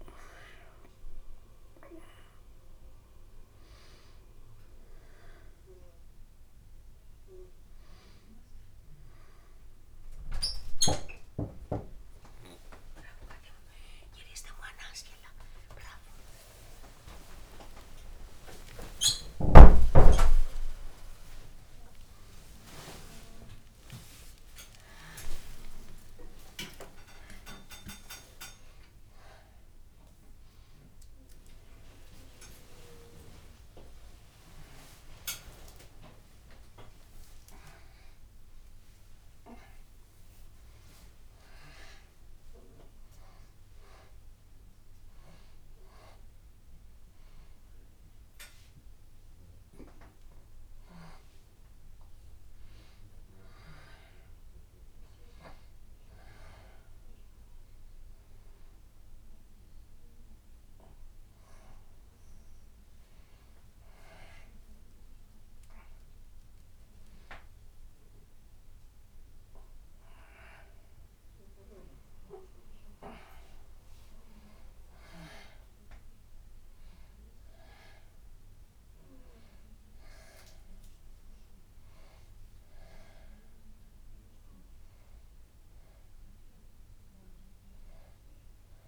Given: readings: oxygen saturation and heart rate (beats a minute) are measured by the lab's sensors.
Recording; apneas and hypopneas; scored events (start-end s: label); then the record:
a person awake in a sleep study, by a room microphone; none
0.00-3.00 s: oxygen desaturation (device-marked, oxygen 92% lowest, heart rate 72 extreme)
15.50-17.50 s: long interval between heartbeats (device-marked, heart rate 79 before, 77 extreme)
19.50-21.50 s: long interval between heartbeats (device-marked, heart rate 80 before, 99 extreme)
26.00-28.00 s: long interval between heartbeats (device-marked, heart rate 86 before, 102 extreme)
32.00-34.00 s: long interval between heartbeats (device-marked, heart rate 95 before, 110 extreme)
34.00-36.00 s: long interval between heartbeats (device-marked, heart rate 99 before, 139 extreme)
36.00-38.00 s: long interval between heartbeats (device-marked, heart rate 106 before, 148 extreme)
41.00-48.00 s: oxygen desaturation (device-marked, oxygen 95% before, 92% lowest, heart rate 116 before, 85 extreme)
50.00-63.00 s: oxygen desaturation (device-marked, oxygen 94% before, 91% lowest, heart rate 112 before, 82 extreme)
From the record:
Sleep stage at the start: awake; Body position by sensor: on the back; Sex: female